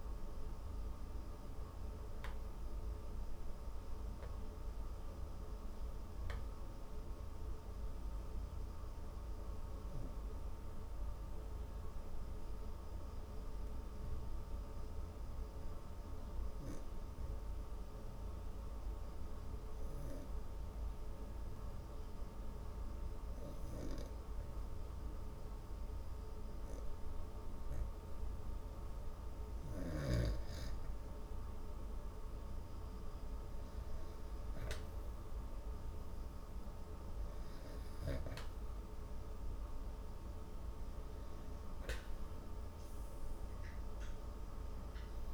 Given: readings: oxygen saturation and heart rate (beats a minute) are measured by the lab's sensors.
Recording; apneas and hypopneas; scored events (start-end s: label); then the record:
breathing in sleep, hard to hear, by a room microphone; 1
2.00-6.00 s: arousal
8.50-28.50 s: obstructive apnea (oxygen 94% before, 94% lowest)
29.50-33.00 s: arousal
From the record:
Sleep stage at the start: N2 (light sleep); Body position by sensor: on the back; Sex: female